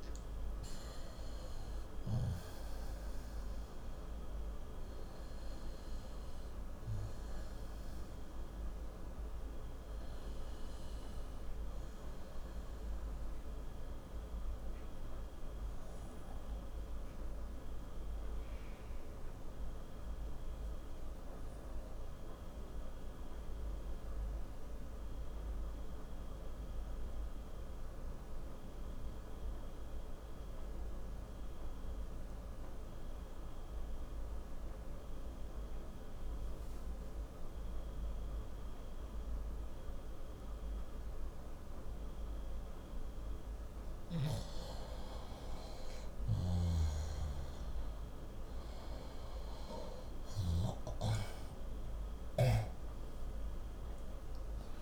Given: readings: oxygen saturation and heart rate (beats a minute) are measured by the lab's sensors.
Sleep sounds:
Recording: breathing in sleep, hard to hear, by a room microphone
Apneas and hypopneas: 1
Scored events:
1.50-24.50 s: oxygen desaturation (device-marked, oxygen 95% before, 89% lowest, heart rate 73 before, 58 extreme)
12.50-43.50 s: obstructive apnea (oxygen 96% before, 89% lowest, heart rate 83 before, 58 extreme, up 57 after)
44.50-54.82 s: oxygen desaturation (device-marked, oxygen 97% before, 89% lowest, heart rate 61 before, 58 extreme)
46.50-50.50 s: arousal
46.50-51.00 s: snoring (device-marked)
From the record:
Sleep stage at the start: N2 (light sleep)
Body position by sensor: on the left side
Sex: male

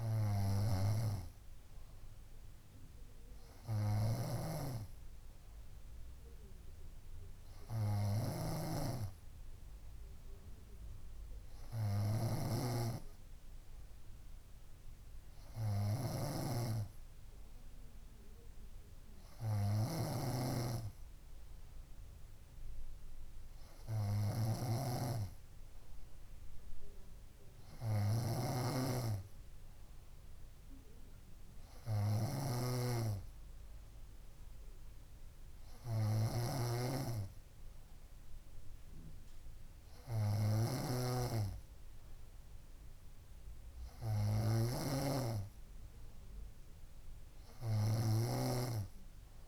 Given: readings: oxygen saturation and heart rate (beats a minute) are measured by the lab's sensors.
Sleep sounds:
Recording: breathing in sleep by a room microphone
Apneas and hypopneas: none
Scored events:
4.50-49.48 s: snoring (device-marked)
10.00-49.48 s: new sleep stage, N3 (deep sleep)
From the record:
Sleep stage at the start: N2 (light sleep)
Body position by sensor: on the front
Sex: female

